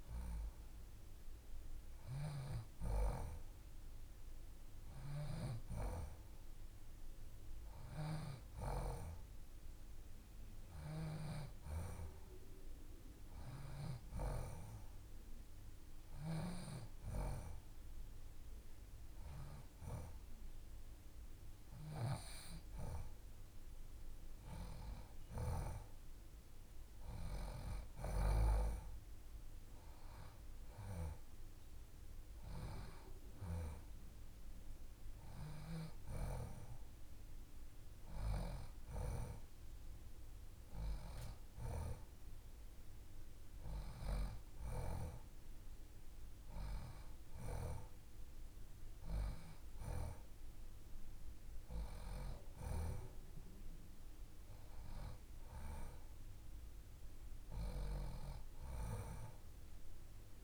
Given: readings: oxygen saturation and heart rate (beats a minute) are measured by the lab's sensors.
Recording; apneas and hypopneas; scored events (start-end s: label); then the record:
breathing in sleep by a room microphone; none
none scored
From the record:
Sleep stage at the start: N2 (light sleep); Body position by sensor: on the left side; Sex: female